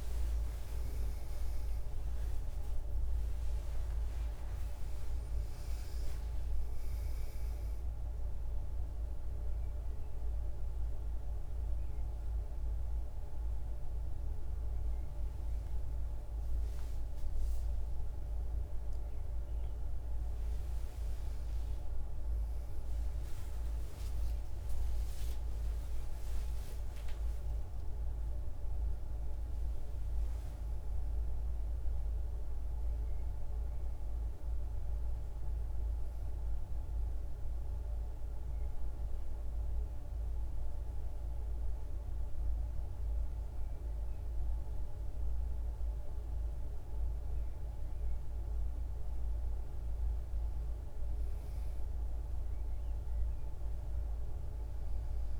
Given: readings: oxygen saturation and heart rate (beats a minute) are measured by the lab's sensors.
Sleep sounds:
a person awake in a sleep study, hard to hear, by a room microphone; 1
29.00-55.40 s: new sleep stage, N2 (light sleep)
37.00-47.50 s: central apnea (oxygen 98% before, 93% lowest, heart rate 93 before, 57 extreme, up 5 after)
49.50-53.00 s: arousal
From the record:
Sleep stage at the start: awake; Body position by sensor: on the back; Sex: female

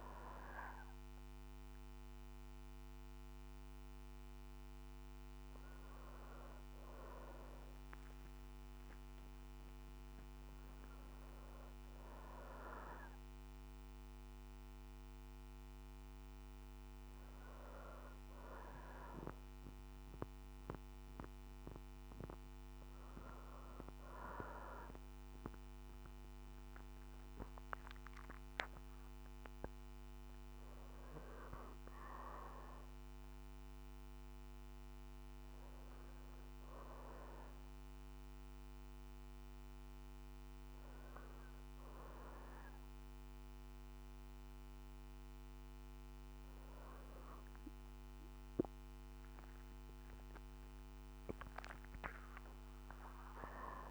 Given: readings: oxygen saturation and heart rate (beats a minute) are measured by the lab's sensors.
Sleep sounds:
a person awake in a sleep study, by a microphone on the trachea; none
53.00-53.91 s: new sleep stage, N1 (lightest sleep)
From the record:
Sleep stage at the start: awake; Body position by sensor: on the back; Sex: female

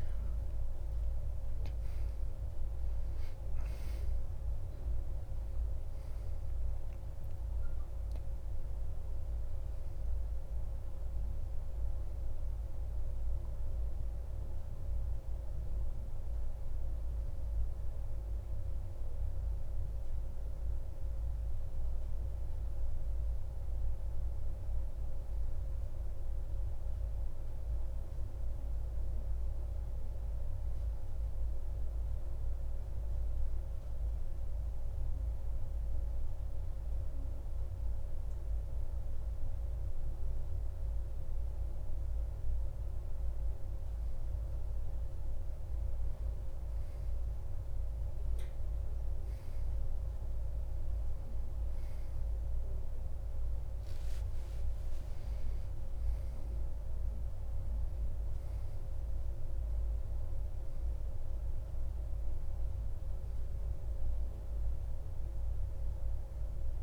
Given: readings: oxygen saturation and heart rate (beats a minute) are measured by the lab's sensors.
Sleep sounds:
breathing in sleep, hard to hear, by a room microphone; 1
33.50-45.00 s: hypopnea (oxygen 95% before, 92% lowest)
51.00-55.00 s: arousal
From the record:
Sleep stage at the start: N2 (light sleep); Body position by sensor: on the back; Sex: male

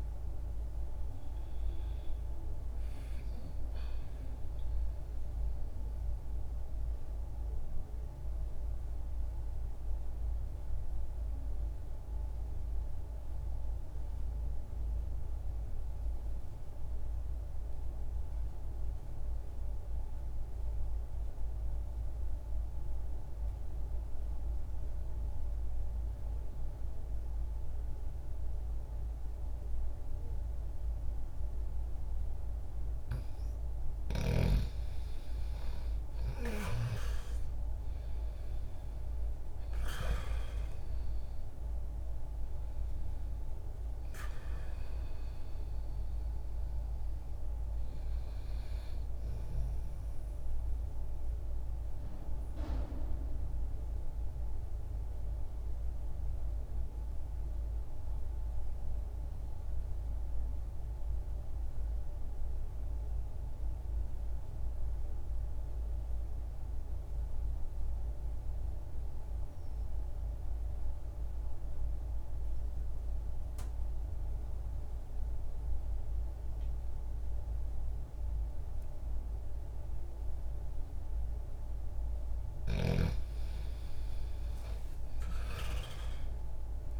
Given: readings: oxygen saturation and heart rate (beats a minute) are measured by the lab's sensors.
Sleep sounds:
breathing in sleep, hard to hear, by a room microphone; 2
0.00-23.50 s: oxygen desaturation (device-marked, oxygen 81% lowest, heart rate 60 extreme)
6.50-33.50 s: mixed apnea (oxygen 99% before, 81% lowest, heart rate 61 before, 60 extreme, up 0 after)
32.50-66.50 s: oxygen desaturation (device-marked, oxygen 99% before, 81% lowest, heart rate 60 before, 60 extreme)
37.50-42.50 s: arousal
50.00-81.50 s: obstructive apnea (oxygen 99% before, 81% lowest, heart rate 60 before, 60 extreme, up 0 after)
79.50-87.00 s: oxygen desaturation (device-marked, oxygen 98% before, 82% lowest, heart rate 60 before, 60 extreme)
83.00-87.00 s: arousal
From the record:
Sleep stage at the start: N2 (light sleep); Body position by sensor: on the back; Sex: male

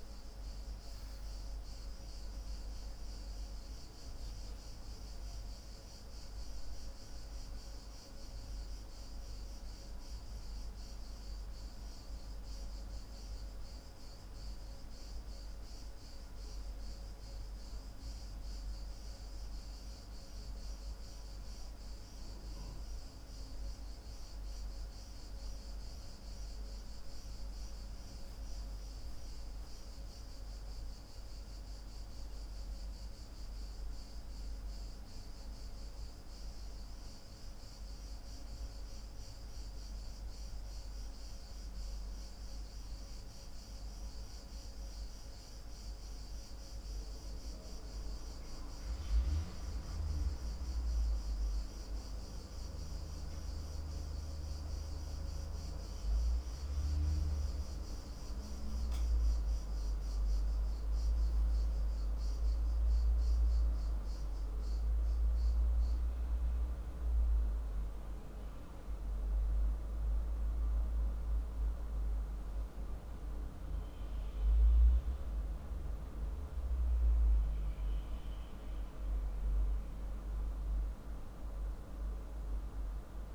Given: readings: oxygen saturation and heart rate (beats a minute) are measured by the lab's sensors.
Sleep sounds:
breathing in sleep, hard to hear, by a room microphone; none
none scored
From the record:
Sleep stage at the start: N2 (light sleep); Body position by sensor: on the left side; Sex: male

